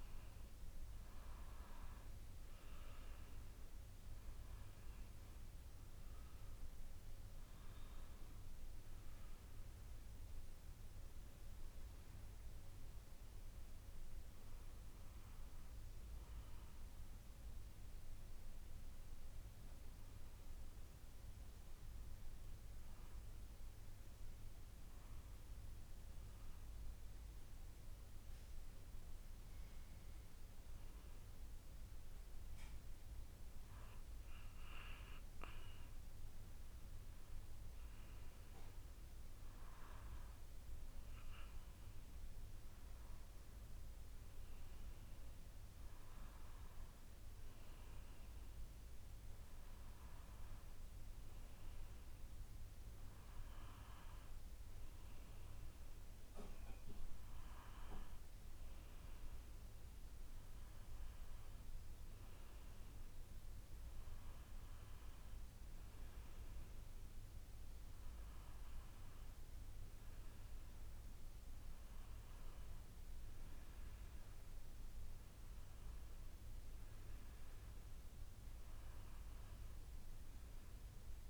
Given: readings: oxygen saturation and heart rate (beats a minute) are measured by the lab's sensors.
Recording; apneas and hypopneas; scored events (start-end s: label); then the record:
breathing in sleep, hard to hear, by a room microphone; none
none scored
From the record:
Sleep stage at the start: N2 (light sleep); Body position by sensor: on the back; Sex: female